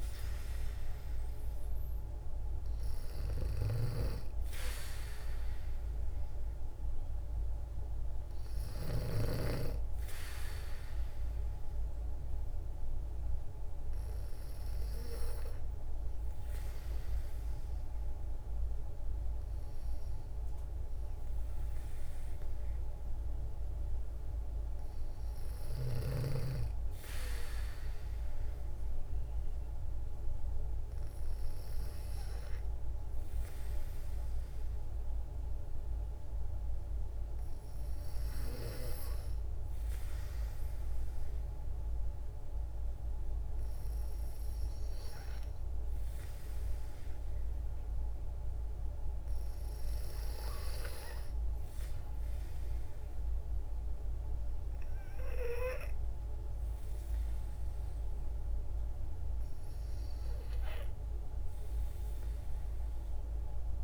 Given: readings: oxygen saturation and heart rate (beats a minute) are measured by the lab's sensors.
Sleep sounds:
breathing in sleep by a room microphone; 1
11.00-25.50 s: hypopnea (oxygen 97% before, 92% lowest, heart rate 59 before, 55 extreme, up 4 after)
28.00-31.00 s: arousal
From the record:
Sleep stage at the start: N2 (light sleep); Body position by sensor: on the back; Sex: female

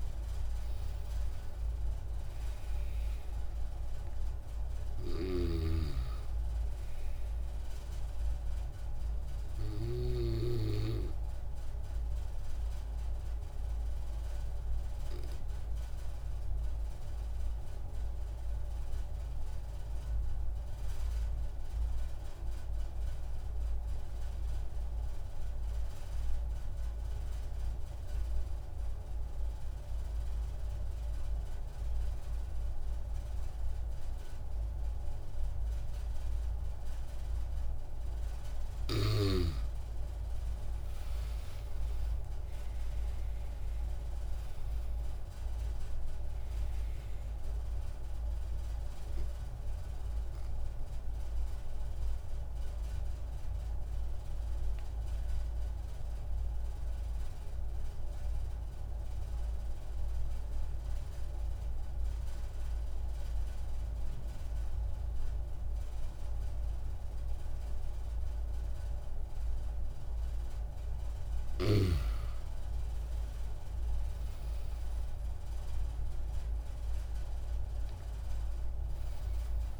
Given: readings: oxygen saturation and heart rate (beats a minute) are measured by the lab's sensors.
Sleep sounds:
breathing in sleep by a room microphone; 2
0.00-21.00 s: oxygen desaturation (device-marked, oxygen 94% lowest)
13.50-37.00 s: obstructive apnea (oxygen 98% before, 93% lowest)
38.00-41.50 s: arousal
39.00-66.00 s: oxygen desaturation (device-marked, oxygen 97% before, 93% lowest)
51.50-70.50 s: obstructive apnea (oxygen 98% before, 93% lowest)
73.00-76.00 s: arousal
From the record:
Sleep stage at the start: N2 (light sleep); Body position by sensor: on the back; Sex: male

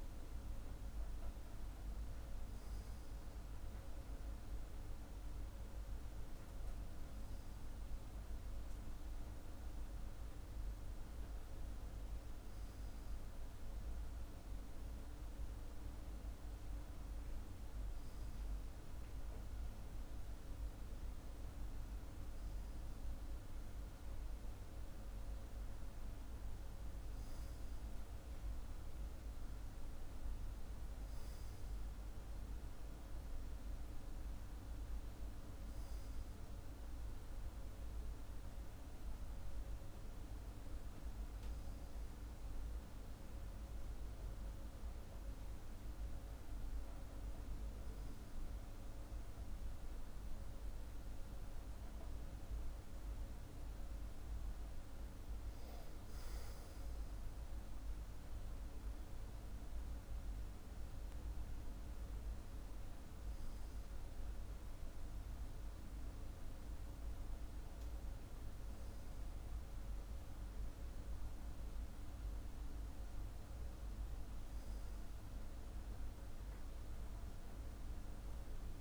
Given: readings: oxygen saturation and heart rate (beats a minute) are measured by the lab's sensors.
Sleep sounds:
breathing in sleep, hard to hear, by a room microphone; none
none scored
From the record:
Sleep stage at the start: N2 (light sleep); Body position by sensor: on the left side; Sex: male

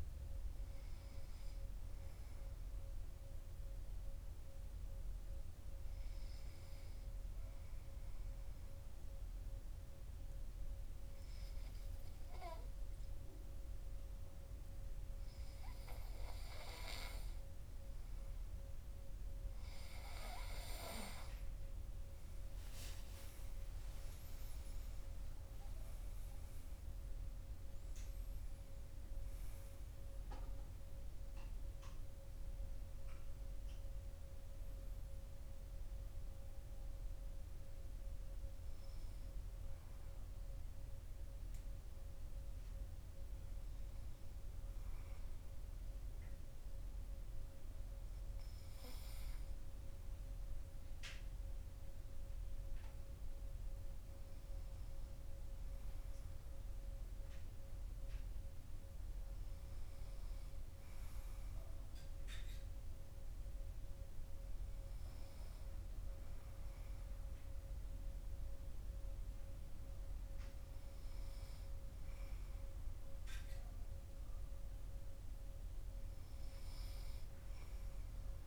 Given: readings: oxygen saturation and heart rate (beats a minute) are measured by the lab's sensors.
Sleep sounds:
breathing in sleep, hard to hear, by a room microphone; 1
5.50-16.50 s: hypopnea (oxygen 97% before, 94% lowest, heart rate 54 before, 53 extreme, up 15 after)
18.00-22.50 s: arousal
From the record:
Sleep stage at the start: N2 (light sleep); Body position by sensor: on the right side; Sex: male

